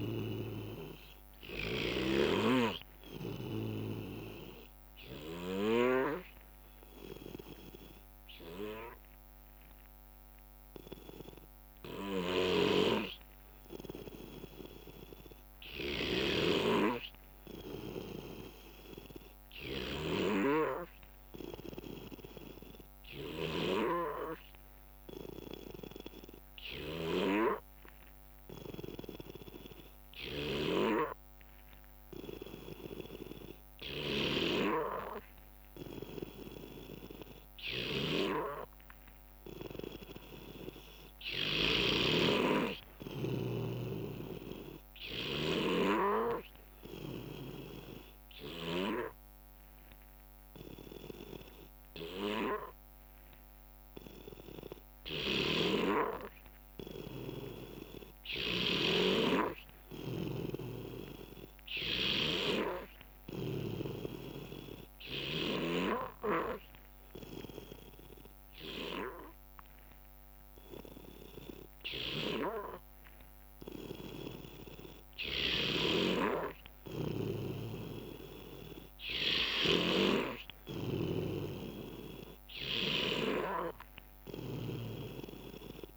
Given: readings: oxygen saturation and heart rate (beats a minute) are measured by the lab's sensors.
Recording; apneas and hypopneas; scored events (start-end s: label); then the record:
breathing in sleep by a microphone on the trachea; 1
0.00-6.00 s: snoring (device-marked)
0.00-14.00 s: oxygen desaturation (device-marked, oxygen 92% lowest, heart rate 63 extreme)
12.00-23.50 s: snoring (device-marked)
15.00-19.00 s: arousal
21.00-40.50 s: obstructive apnea (oxygen 95% before, 89% lowest, heart rate 66 before, 62 extreme, up 8 after)
30.00-45.50 s: snoring (device-marked)
39.00-59.00 s: oxygen desaturation (device-marked, oxygen 93% before, 90% lowest, heart rate 65 before, 65 extreme)
43.00-47.00 s: arousal
52.00-85.97 s: new sleep stage, N3 (deep sleep)
55.00-63.50 s: snoring (device-marked)
75.50-83.00 s: snoring (device-marked)
From the record:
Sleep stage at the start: N2 (light sleep); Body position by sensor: on the back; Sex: male